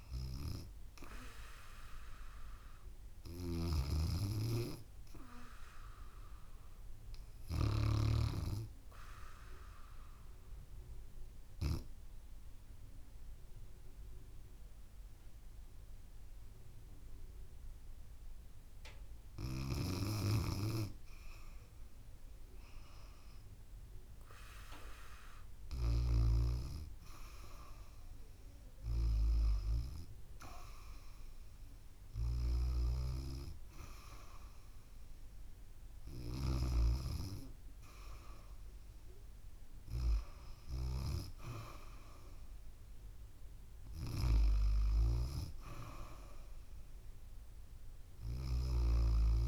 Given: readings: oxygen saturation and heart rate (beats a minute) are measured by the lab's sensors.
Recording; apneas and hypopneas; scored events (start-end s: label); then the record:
breathing in sleep by a room microphone; 1
8.50-20.50 s: obstructive apnea (oxygen 94% before, 89% lowest, heart rate 72 before, 68 extreme, up 0 after)
25.00-29.50 s: arousal
30.50-45.50 s: oxygen desaturation (device-marked, oxygen 93% before, 89% lowest, heart rate 71 before, 69 extreme)
47.50-49.48 s: arousal
From the record:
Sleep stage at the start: REM sleep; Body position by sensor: on the back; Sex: female